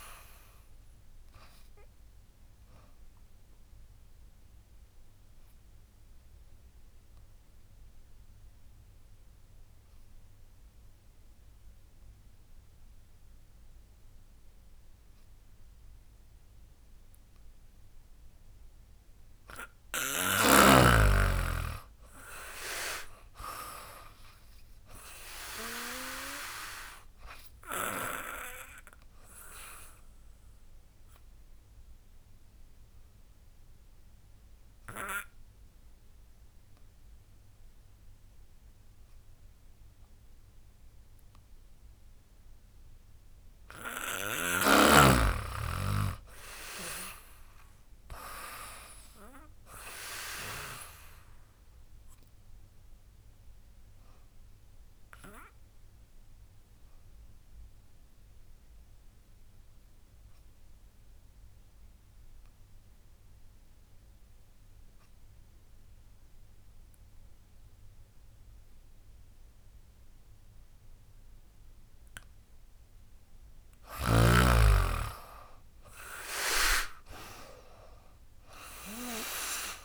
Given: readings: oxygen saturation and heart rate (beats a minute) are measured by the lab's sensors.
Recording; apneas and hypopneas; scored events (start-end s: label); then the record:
breathing in sleep by a room microphone; 3
0.00-5.50 s: drop in pulse transit time (device-marked, heart rate 76 extreme)
0.00-12.50 s: oxygen desaturation (device-marked, oxygen 90% lowest, heart rate 71 extreme)
1.50-17.50 s: obstructive apnea (oxygen 99% before, 90% lowest, heart rate 81 before, 71 extreme, up 15 after)
20.00-24.00 s: arousal
21.50-33.50 s: drop in pulse transit time (device-marked, heart rate 75 before, 79 extreme)
25.50-43.50 s: oxygen desaturation (device-marked, oxygen 98% before, 90% lowest, heart rate 76 before, 66 extreme)
28.00-42.50 s: obstructive apnea (oxygen 99% before, 89% lowest, heart rate 77 before, 66 extreme, up 16 after)
45.50-48.00 s: arousal
45.50-65.50 s: oxygen desaturation (device-marked, oxygen 98% before, 91% lowest, heart rate 78 before, 66 extreme)
46.50-58.50 s: drop in pulse transit time (device-marked, heart rate 78 before, 75 extreme)
52.50-72.00 s: obstructive apnea (oxygen 98% before, 89% lowest, heart rate 79 before, 66 extreme, up 19 after)
74.00-77.00 s: arousal
75.50-79.85 s: drop in pulse transit time (device-marked, heart rate 74 before, 79 extreme)
77.50-79.85 s: oxygen desaturation (device-marked, oxygen 98% before, 89% lowest, heart rate 74 before, 67 extreme)
From the record:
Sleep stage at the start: N2 (light sleep); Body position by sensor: on the back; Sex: female